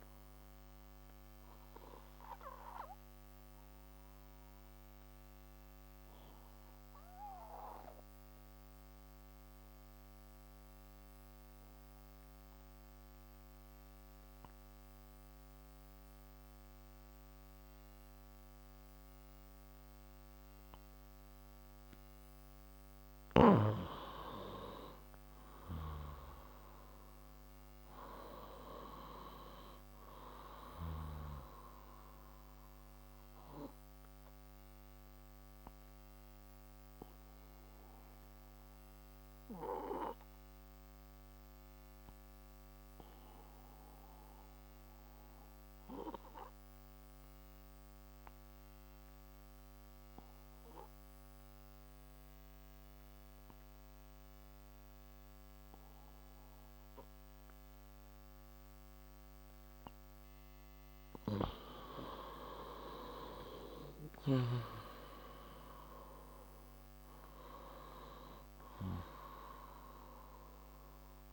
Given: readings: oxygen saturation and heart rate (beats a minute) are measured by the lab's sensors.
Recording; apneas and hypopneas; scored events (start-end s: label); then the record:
breathing in sleep by a microphone on the trachea; 2
0.00-13.50 s: oxygen desaturation (device-marked, oxygen 89% lowest)
0.50-23.50 s: obstructive apnea (oxygen 95% before, 89% lowest)
25.00-28.50 s: arousal
30.50-49.50 s: oxygen desaturation (device-marked, oxygen 98% before, 91% lowest)
33.50-60.00 s: obstructive apnea (oxygen 98% before, 89% lowest)
61.50-65.00 s: arousal
65.50-71.33 s: oxygen desaturation (device-marked, oxygen 96% before, 89% lowest)
From the record:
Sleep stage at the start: N2 (light sleep); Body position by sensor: on the left side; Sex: male